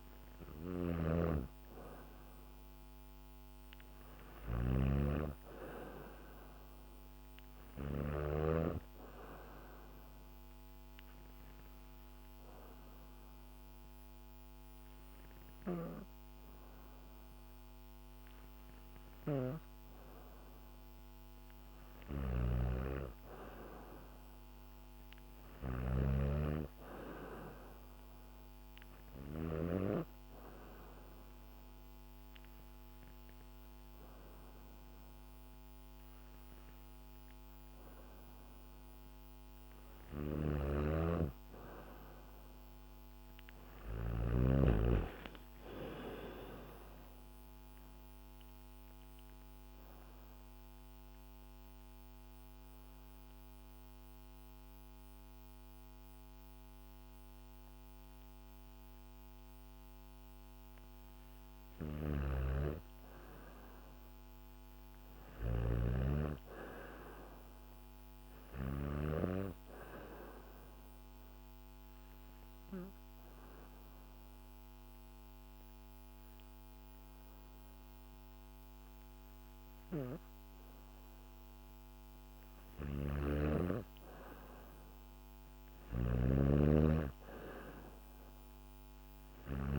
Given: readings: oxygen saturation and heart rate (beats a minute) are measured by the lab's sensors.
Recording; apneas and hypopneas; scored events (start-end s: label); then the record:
breathing in sleep by a microphone on the trachea; 4
0.00-7.50 s: snoring (device-marked)
8.50-19.00 s: hypopnea (oxygen 95% before, 91% lowest, heart rate 70 before, 66 extreme, up 2 after)
20.50-24.00 s: arousal
21.50-29.00 s: snoring (device-marked)
29.00-39.50 s: hypopnea (oxygen 95% before, 91% lowest, heart rate 69 before, 64 extreme, up 3 after)
39.50-43.50 s: snoring (device-marked)
42.00-45.00 s: arousal
46.50-63.50 s: oxygen desaturation (device-marked, oxygen 95% before, 91% lowest, heart rate 70 before, 64 extreme)
48.50-61.50 s: central apnea (oxygen 95% before, 91% lowest, heart rate 70 before, 64 extreme, up 5 after)
61.50-68.50 s: snoring (device-marked)
63.50-66.50 s: arousal
68.50-78.50 s: oxygen desaturation (device-marked, oxygen 97% before, 93% lowest, heart rate 69 before, 66 extreme)
69.50-81.00 s: obstructive apnea (oxygen 97% before, 92% lowest, heart rate 68 before, 65 extreme)
82.00-89.50 s: snoring (device-marked)
82.50-86.50 s: arousal
From the record:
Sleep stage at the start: N2 (light sleep); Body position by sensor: on the back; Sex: female